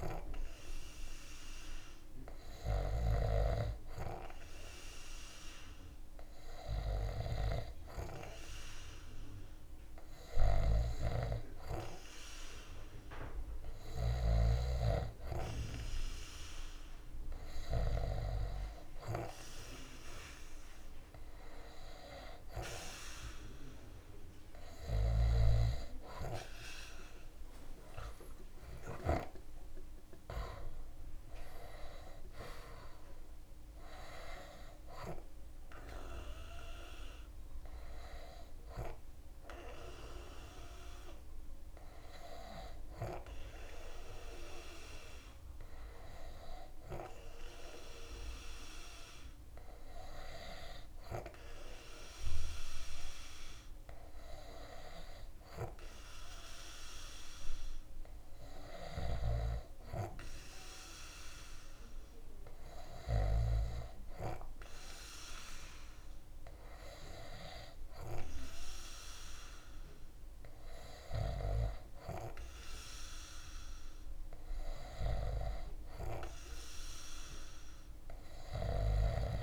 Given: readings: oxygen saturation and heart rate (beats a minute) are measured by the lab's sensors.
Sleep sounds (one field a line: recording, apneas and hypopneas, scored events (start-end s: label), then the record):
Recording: breathing in sleep by a room microphone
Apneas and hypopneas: none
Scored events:
27.50-31.50 s: arousal
From the record:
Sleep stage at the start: N2 (light sleep)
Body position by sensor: on the back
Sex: male